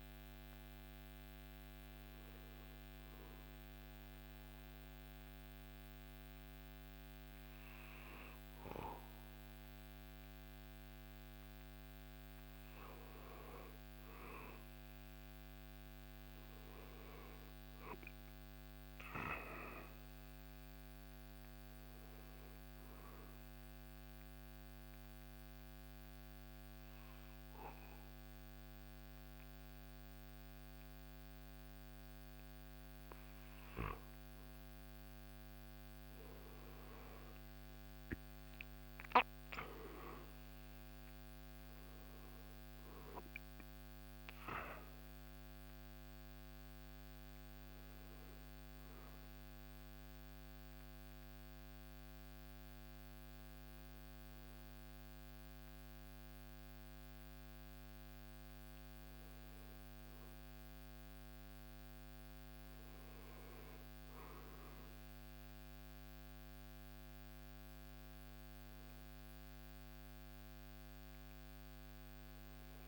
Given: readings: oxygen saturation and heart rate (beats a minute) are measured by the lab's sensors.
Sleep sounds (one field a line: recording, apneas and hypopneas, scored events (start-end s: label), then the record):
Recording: breathing in sleep by a microphone on the trachea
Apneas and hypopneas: 2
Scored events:
3.00-13.00 s: hypopnea (oxygen 96% before, 91% lowest, heart rate 76 before, 68 extreme, up 10 after)
14.50-18.00 s: arousal
19.50-33.50 s: oxygen desaturation (device-marked, oxygen 95% before, 91% lowest, heart rate 72 before, 70 extreme)
24.00-34.00 s: obstructive apnea (oxygen 96% before, 91% lowest, heart rate 72 before, 70 extreme, up 9 after)
36.00-39.50 s: arousal
39.50-50.50 s: drop in pulse transit time (device-marked, heart rate 74 before, 76 extreme)
43.50-57.50 s: oxygen desaturation (device-marked, oxygen 96% before, 91% lowest, heart rate 75 before, 71 extreme)
From the record:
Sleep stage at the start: N1 (lightest sleep)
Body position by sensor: on the back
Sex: male